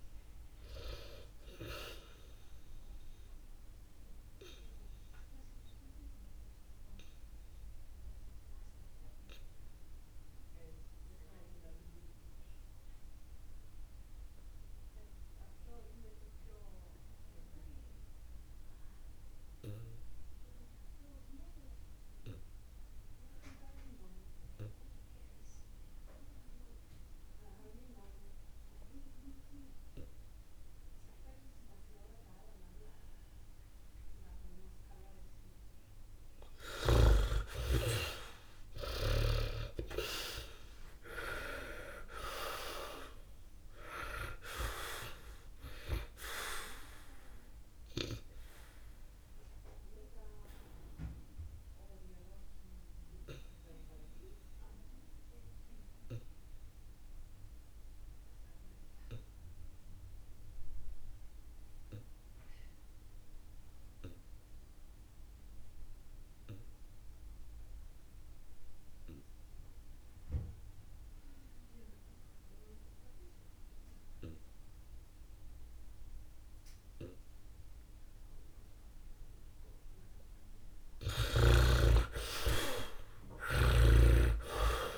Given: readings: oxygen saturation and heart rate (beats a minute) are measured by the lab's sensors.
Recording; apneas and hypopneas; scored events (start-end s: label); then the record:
breathing in sleep by a room microphone; 2
0.00-17.50 s: oxygen desaturation (device-marked, oxygen 67% lowest, heart rate 44 extreme)
3.00-35.50 s: obstructive apnea (oxygen 98% before, 67% lowest, heart rate 55 before, 51 extreme, up 4 after)
26.50-64.50 s: oxygen desaturation (device-marked, oxygen 100% before, 67% lowest, heart rate 67 before, 49 extreme)
37.00-40.50 s: arousal
47.00-79.50 s: obstructive apnea (oxygen 100% before, 65% lowest, heart rate 54 before, 49 extreme, up 3 after)
71.50-81.50 s: oxygen desaturation (device-marked, oxygen 99% before, 91% lowest, heart rate 66 before, 49 extreme)
81.50-84.98 s: arousal
83.50-84.98 s: oxygen desaturation (device-marked, oxygen 96% before, 65% lowest, heart rate 56 before, 55 extreme)
From the record:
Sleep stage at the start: N2 (light sleep); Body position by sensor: on the back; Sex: male